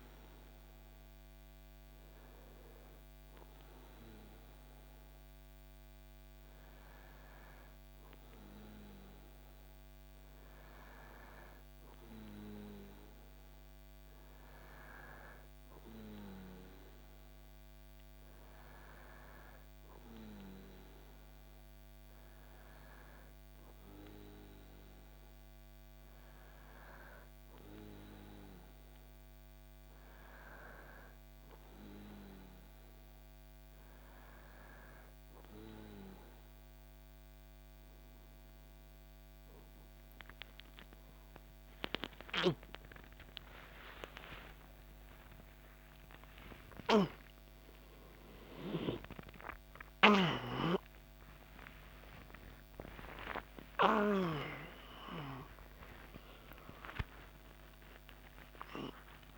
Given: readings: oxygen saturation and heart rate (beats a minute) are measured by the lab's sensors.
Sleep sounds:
a person partly awake in a sleep study, by a microphone on the trachea; none
44.50-59.37 s: new sleep stage, awake
From the record:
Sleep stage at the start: N2 (light sleep); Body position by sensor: on the back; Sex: male

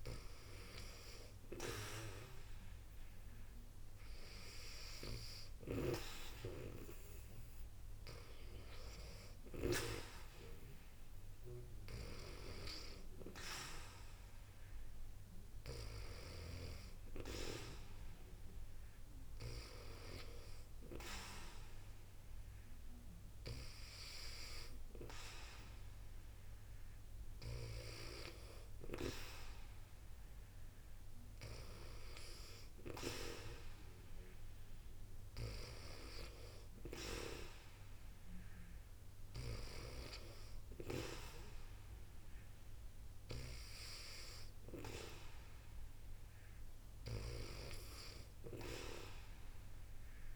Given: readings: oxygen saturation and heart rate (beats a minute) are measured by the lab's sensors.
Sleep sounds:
breathing in sleep by a room microphone; none
none scored
From the record:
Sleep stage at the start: N2 (light sleep); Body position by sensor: on the back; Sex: female

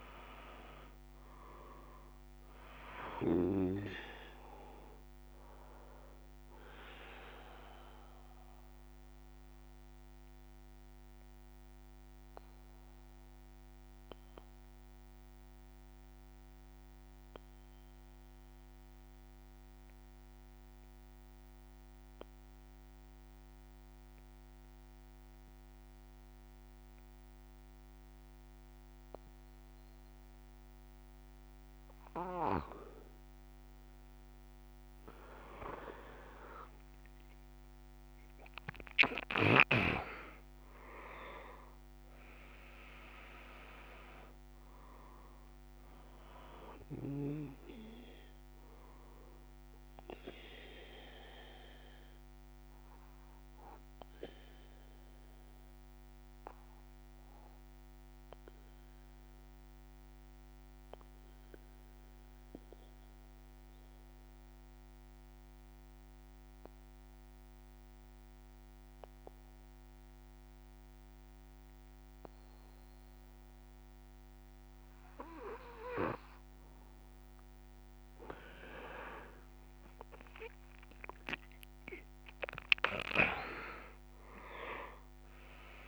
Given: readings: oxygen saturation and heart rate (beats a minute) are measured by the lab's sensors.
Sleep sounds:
breathing in sleep by a microphone on the trachea; 2
0.00-22.00 s: oxygen desaturation (device-marked, oxygen 94% lowest)
7.50-33.00 s: mixed apnea (oxygen 99% before, 93% lowest)
37.00-64.00 s: oxygen desaturation (device-marked, oxygen 99% before, 93% lowest)
51.50-78.50 s: mixed apnea (oxygen 100% before, 93% lowest)
83.00-85.88 s: oxygen desaturation (device-marked, oxygen 99% before, 94% lowest)
From the record:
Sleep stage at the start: N1 (lightest sleep); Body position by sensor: on the back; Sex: male

